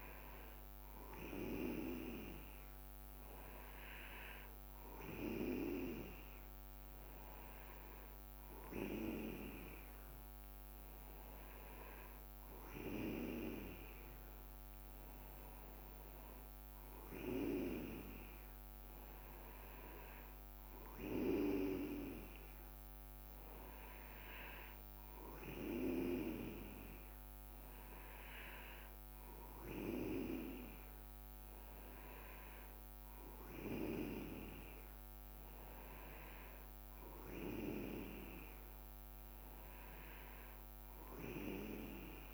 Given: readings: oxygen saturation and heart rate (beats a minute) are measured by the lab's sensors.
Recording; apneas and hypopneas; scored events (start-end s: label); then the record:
breathing in sleep by a microphone on the trachea; none
none scored
From the record:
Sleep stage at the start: N2 (light sleep); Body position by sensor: on the back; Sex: male